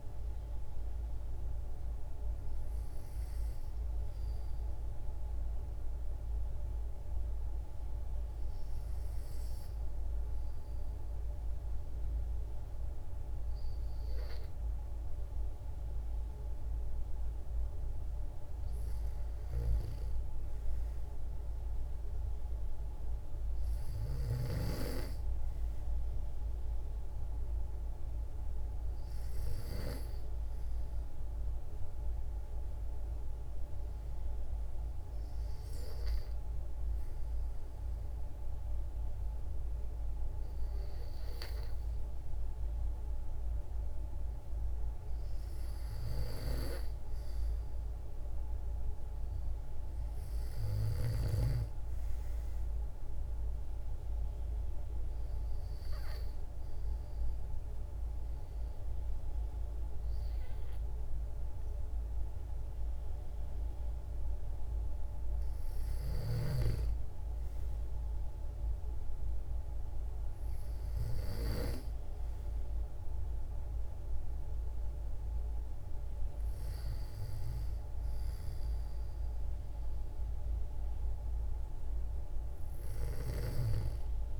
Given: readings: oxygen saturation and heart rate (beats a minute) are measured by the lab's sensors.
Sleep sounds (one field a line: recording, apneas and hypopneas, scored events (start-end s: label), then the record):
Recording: breathing in sleep by a room microphone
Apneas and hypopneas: 3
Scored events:
3.00-16.50 s: hypopnea (oxygen 96% before, 92% lowest, heart rate 60 before, 57 extreme, up 5 after)
20.00-23.50 s: arousal
24.00-43.00 s: oxygen desaturation (device-marked, oxygen 96% before, 92% lowest, heart rate 58 before, 56 extreme)
31.00-43.50 s: obstructive apnea (oxygen 96% before, 92% lowest, heart rate 59 before, 56 extreme, up 1 after)
45.00-49.50 s: arousal
51.00-69.00 s: oxygen desaturation (device-marked, oxygen 96% before, 92% lowest, heart rate 59 before, 56 extreme)
56.00-66.00 s: obstructive apnea (oxygen 96% before, 91% lowest, heart rate 59 before, 56 extreme, up 5 after)
71.50-76.00 s: arousal
From the record:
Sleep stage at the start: N2 (light sleep)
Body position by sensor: on the back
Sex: female